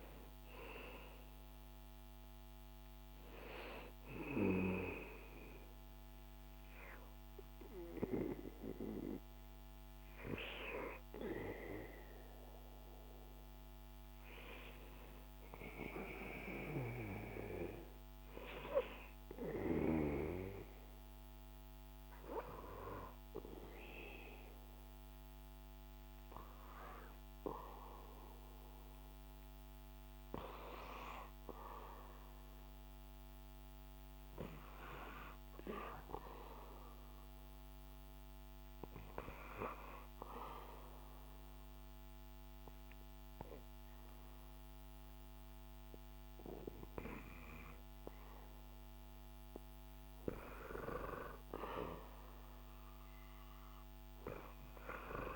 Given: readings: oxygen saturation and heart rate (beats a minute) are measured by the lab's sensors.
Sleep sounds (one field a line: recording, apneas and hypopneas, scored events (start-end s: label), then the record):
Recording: breathing in sleep by a microphone on the trachea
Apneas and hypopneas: 1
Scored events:
0.00-12.50 s: oxygen desaturation (device-marked, oxygen 91% lowest, heart rate 75 extreme)
2.50-55.36 s: new sleep stage, N1 (lightest sleep)
15.50-20.00 s: arousal
39.50-49.50 s: obstructive apnea (oxygen 100% before, 93% lowest, heart rate 77 before, 71 extreme, up 2 after)
51.50-55.36 s: arousal
From the record:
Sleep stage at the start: N2 (light sleep)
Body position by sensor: on the back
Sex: male